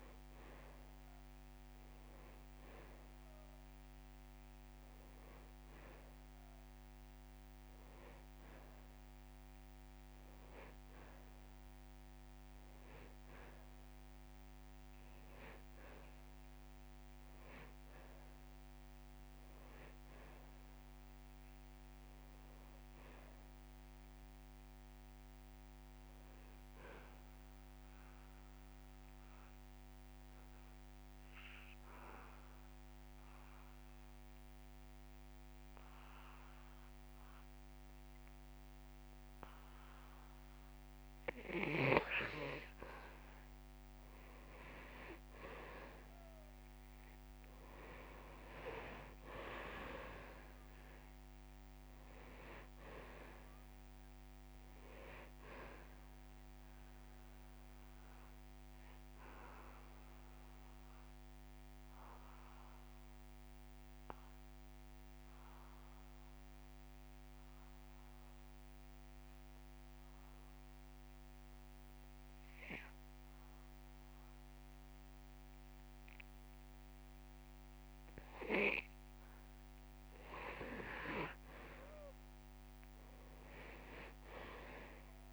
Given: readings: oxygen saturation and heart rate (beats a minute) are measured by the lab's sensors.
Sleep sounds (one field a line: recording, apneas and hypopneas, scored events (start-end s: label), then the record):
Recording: breathing in sleep by a microphone on the trachea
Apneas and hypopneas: 2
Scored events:
0.00-20.00 s: oxygen desaturation (device-marked, oxygen 90% lowest)
4.00-6.00 s: long interval between heartbeats (device-marked)
12.00-14.00 s: long interval between heartbeats (device-marked)
21.50-23.50 s: long interval between heartbeats (device-marked)
22.50-26.00 s: arousal
28.50-42.00 s: obstructive apnea (oxygen 99% before, 89% lowest)
29.00-31.00 s: long interval between heartbeats (device-marked)
44.00-84.00 s: oxygen desaturation (device-marked, oxygen 99% before, 89% lowest)
44.50-49.00 s: arousal
57.50-80.00 s: obstructive apnea (oxygen 99% before, 88% lowest)
68.50-70.50 s: long interval between heartbeats (device-marked)
83.00-85.33 s: arousal
From the record:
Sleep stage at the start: N2 (light sleep)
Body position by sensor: on the back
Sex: male